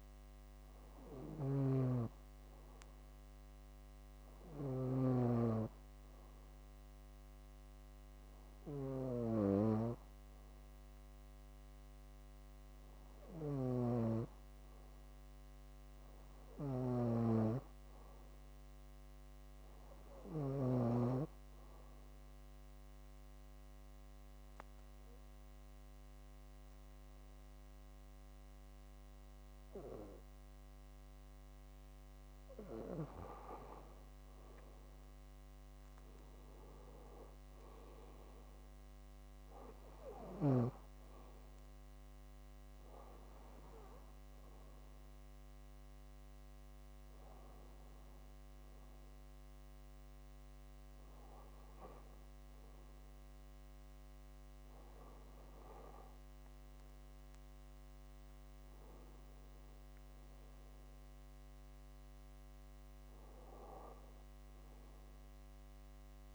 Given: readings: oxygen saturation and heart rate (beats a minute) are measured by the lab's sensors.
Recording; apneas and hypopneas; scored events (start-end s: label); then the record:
breathing in sleep by a microphone on the trachea; 1
0.00-5.00 s: snoring (device-marked)
13.00-20.50 s: snoring (device-marked)
21.50-32.00 s: obstructive apnea (oxygen 95% before, 93% lowest, heart rate 69 before, 57 extreme, up 11 after)
27.00-31.00 s: bradycardia (device-marked, heart rate 67 before, 59 extreme)
36.00-40.00 s: arousal
61.00-66.35 s: new sleep stage, REM sleep
63.00-66.35 s: arousal
From the record:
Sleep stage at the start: N2 (light sleep); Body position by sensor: on the back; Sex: female